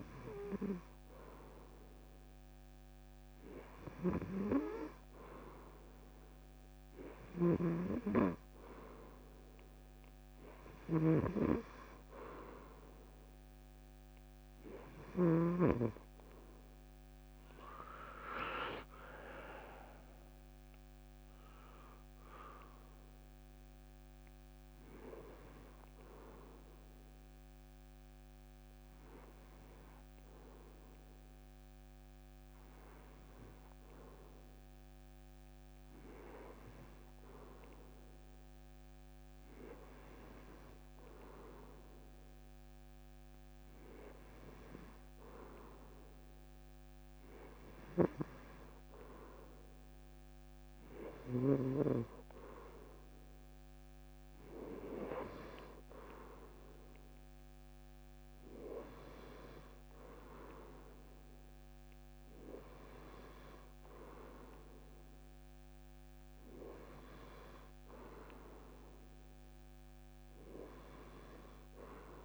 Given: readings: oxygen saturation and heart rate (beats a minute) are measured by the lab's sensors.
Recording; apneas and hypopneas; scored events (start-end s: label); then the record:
breathing in sleep by a microphone on the trachea; none
3.50-15.50 s: snoring (device-marked)
44.00-64.00 s: oxygen desaturation (device-marked, oxygen 97% before, 91% lowest, heart rate 130 before, 77 extreme)
47.50-51.50 s: snoring (device-marked)
From the record:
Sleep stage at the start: N2 (light sleep); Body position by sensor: on the back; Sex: male